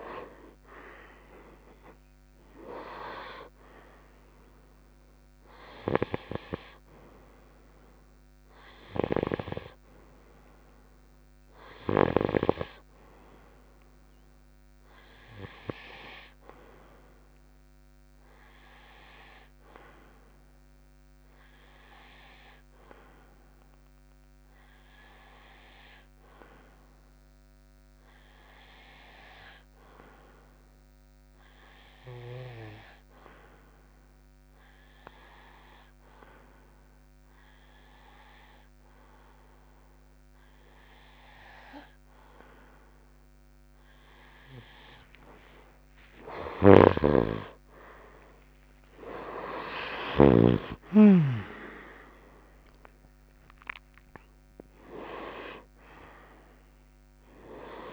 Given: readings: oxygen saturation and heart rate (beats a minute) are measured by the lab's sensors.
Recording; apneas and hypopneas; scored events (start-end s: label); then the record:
breathing in sleep by a microphone on the trachea; 1
0.00-13.00 s: oxygen desaturation (device-marked, oxygen 89% lowest)
18.00-42.00 s: hypopnea (oxygen 93% before, 92% lowest)
47.00-50.50 s: snoring (device-marked)
From the record:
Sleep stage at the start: REM sleep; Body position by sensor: on the right side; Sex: male